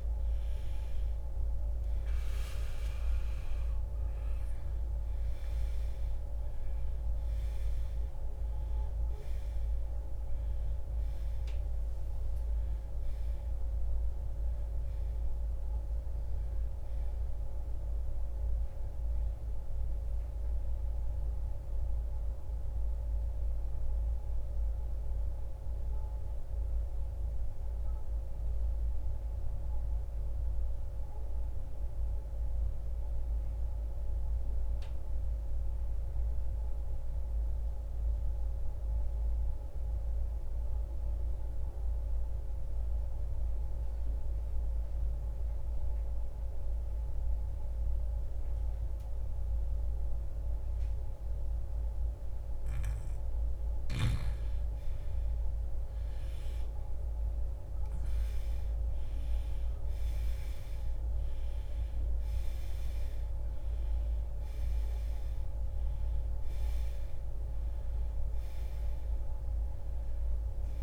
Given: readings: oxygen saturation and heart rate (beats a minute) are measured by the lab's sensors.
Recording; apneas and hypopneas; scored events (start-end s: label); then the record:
breathing in sleep, hard to hear, by a room microphone; 1
0.00-1.50 s: arousal
0.00-37.00 s: oxygen desaturation (device-marked, oxygen 86% lowest, heart rate 58 extreme)
23.00-53.50 s: obstructive apnea (oxygen 97% before, 84% lowest, heart rate 83 before, 58 extreme, up 11 after)
55.00-70.83 s: oxygen desaturation (device-marked, oxygen 98% before, 84% lowest, heart rate 67 before, 59 extreme)
55.50-60.00 s: arousal
From the record:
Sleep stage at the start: N2 (light sleep); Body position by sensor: on the right side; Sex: male